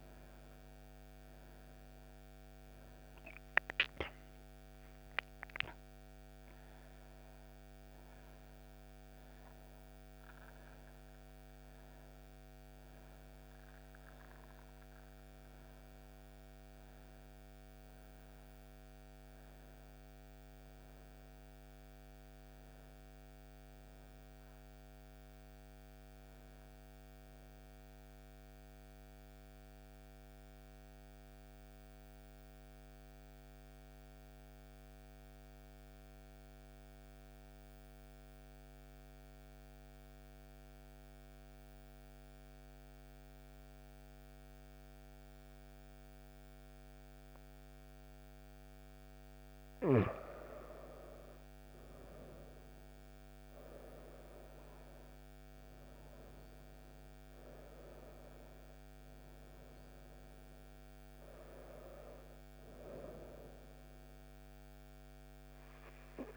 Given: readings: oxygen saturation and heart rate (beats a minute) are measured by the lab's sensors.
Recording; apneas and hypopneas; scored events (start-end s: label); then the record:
breathing in sleep by a microphone on the trachea; 1
0.00-11.00 s: oxygen desaturation (device-marked, oxygen 90% lowest)
10.00-40.00 s: new sleep stage, N1 (lightest sleep)
21.00-25.00 s: arousal
28.00-49.00 s: central apnea (oxygen 98% before, 91% lowest)
40.00-66.37 s: new sleep stage, N2 (light sleep)
42.00-66.37 s: oxygen desaturation (device-marked, oxygen 97% before, 91% lowest)
53.50-58.00 s: arousal
From the record:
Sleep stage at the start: N2 (light sleep); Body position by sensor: on the right side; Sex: female